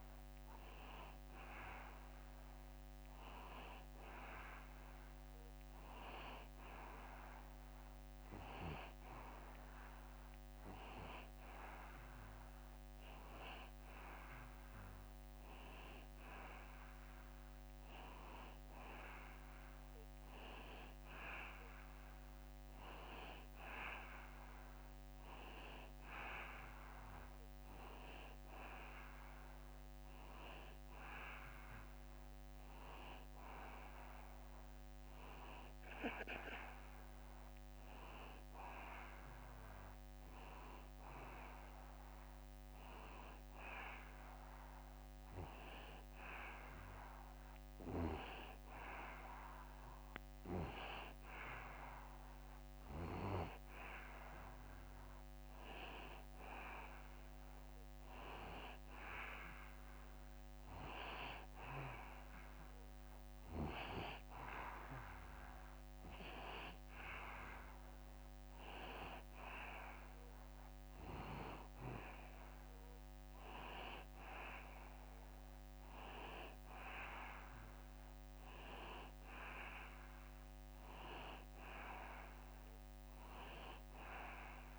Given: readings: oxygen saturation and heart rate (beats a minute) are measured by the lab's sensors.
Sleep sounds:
breathing in sleep by a microphone on the trachea; none
none scored
From the record:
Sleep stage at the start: N2 (light sleep); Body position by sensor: on the back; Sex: male

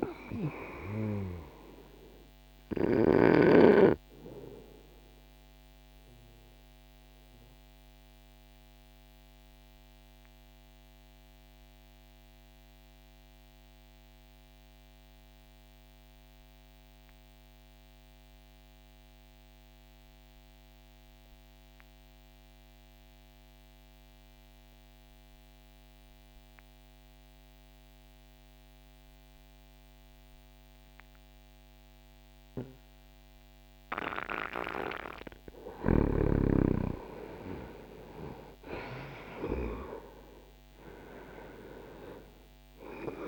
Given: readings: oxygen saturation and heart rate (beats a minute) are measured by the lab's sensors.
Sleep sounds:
breathing in sleep by a microphone on the trachea; 1
4.50-34.00 s: obstructive apnea (oxygen 98% before, 87% lowest, heart rate 61 before, 60 extreme, up 2 after)
12.50-26.50 s: oxygen desaturation (device-marked, oxygen 96% before, 88% lowest, heart rate 61 before, 60 extreme)
36.00-41.50 s: arousal
From the record:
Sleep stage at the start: N2 (light sleep); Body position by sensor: on the back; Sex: male

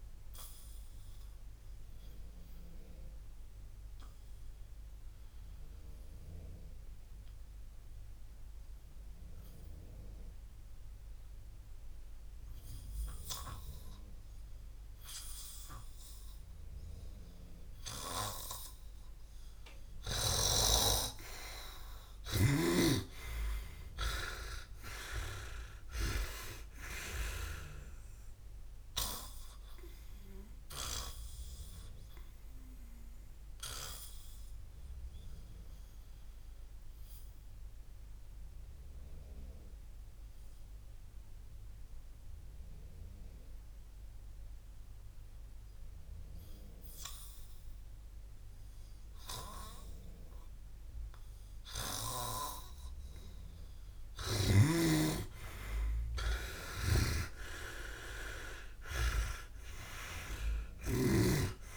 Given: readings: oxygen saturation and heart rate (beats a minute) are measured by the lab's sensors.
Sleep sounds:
breathing in sleep by a room microphone; 2
0.00-7.00 s: oxygen desaturation (device-marked, oxygen 93% lowest, heart rate 57 extreme)
1.50-20.00 s: obstructive apnea (oxygen 99% before, 89% lowest, heart rate 67 before, 55 extreme, up 20 after)
20.50-25.00 s: arousal
28.00-34.00 s: oxygen desaturation (device-marked, oxygen 99% before, 92% lowest, heart rate 62 before, 56 extreme)
35.00-52.00 s: obstructive apnea (oxygen 99% before, 89% lowest, heart rate 63 before, 55 extreme, up 13 after)
36.00-55.00 s: oxygen desaturation (device-marked, oxygen 96% before, 89% lowest, heart rate 63 before, 55 extreme)
56.00-60.00 s: arousal
56.50-61.00 s: snoring (device-marked)
From the record:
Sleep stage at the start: N2 (light sleep); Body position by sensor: on the back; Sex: male

